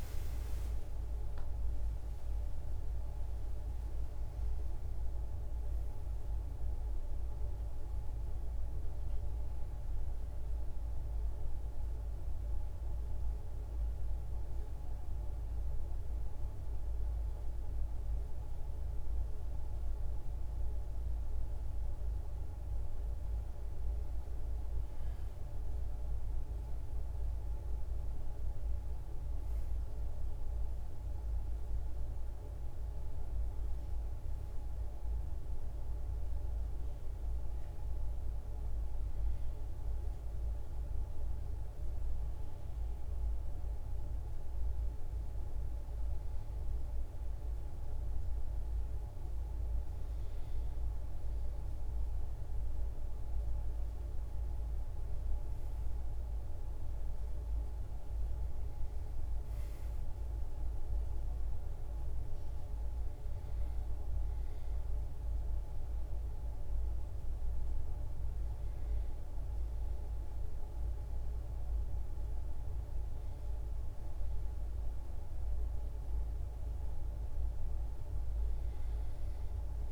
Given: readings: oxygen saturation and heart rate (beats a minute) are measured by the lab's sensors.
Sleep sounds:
breathing in sleep, hard to hear, by a room microphone; 1
6.50-21.50 s: central apnea (oxygen 97% before, 93% lowest, heart rate 79 before, 62 extreme, up 12 after)
22.50-25.50 s: arousal
28.00-37.00 s: oxygen desaturation (device-marked, oxygen 97% before, 94% lowest, heart rate 70 before, 63 extreme)
54.00-72.00 s: oxygen desaturation (device-marked, oxygen 96% before, 93% lowest, heart rate 65 before, 62 extreme)
From the record:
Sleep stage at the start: N2 (light sleep); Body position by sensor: on the back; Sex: female

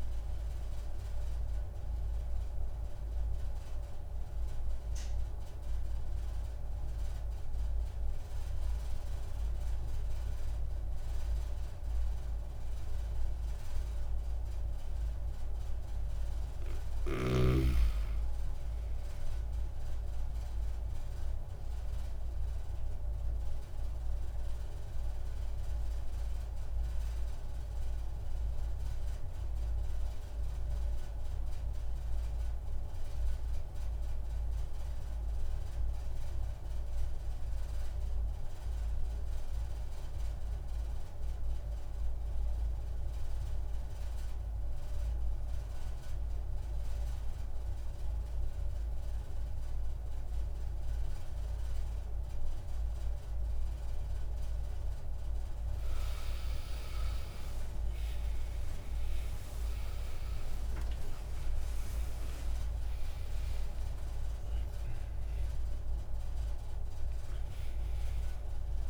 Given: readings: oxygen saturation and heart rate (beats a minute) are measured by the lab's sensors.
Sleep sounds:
breathing in sleep, hard to hear, by a room microphone; 2
2.50-15.00 s: obstructive apnea (oxygen 98% before, 89% lowest)
16.50-20.00 s: arousal
23.00-53.50 s: obstructive apnea (oxygen 98% before, 88% lowest)
56.50-68.90 s: oxygen desaturation (device-marked, oxygen 95% before, 88% lowest)
57.00-61.00 s: arousal
From the record:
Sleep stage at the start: N2 (light sleep); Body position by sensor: on the back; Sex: male

